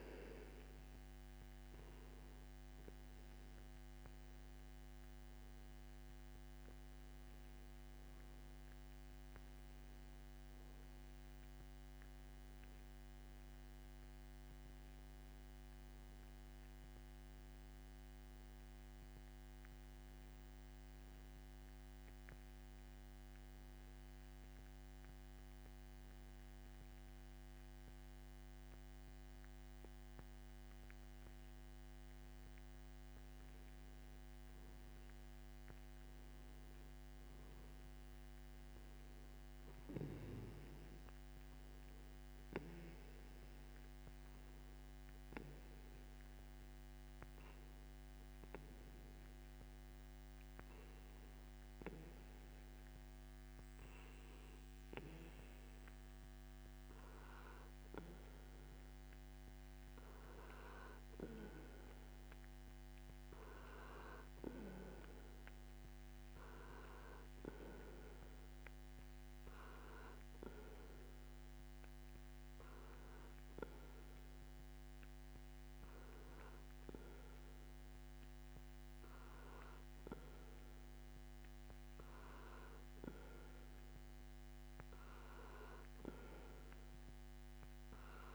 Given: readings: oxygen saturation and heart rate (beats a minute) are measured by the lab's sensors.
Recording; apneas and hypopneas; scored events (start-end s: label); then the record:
breathing in sleep by a microphone on the trachea; 2
9.00-13.50 s: arousal
23.00-33.00 s: hypopnea (oxygen 92% before, 91% lowest)
36.00-40.50 s: arousal
45.00-57.50 s: hypopnea (oxygen 93% before, 91% lowest)
61.00-64.00 s: arousal
From the record:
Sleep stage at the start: N2 (light sleep); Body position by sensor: on the back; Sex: male